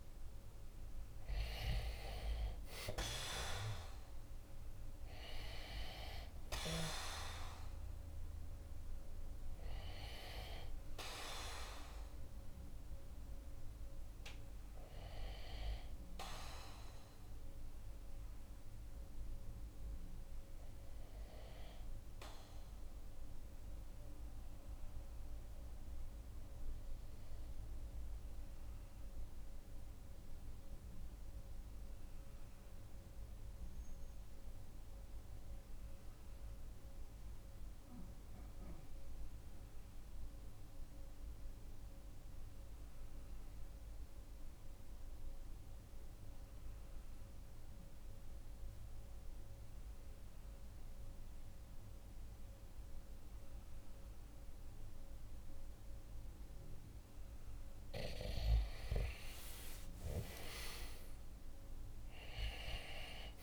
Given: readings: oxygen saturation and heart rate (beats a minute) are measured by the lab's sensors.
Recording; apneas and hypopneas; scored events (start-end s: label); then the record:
breathing in sleep by a room microphone; 1
27.50-56.50 s: obstructive apnea (oxygen 95% before, 91% lowest, heart rate 47 before, 44 extreme, up 5 after)
59.50-63.43 s: arousal
From the record:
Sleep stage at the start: N2 (light sleep); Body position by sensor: on the right side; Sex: male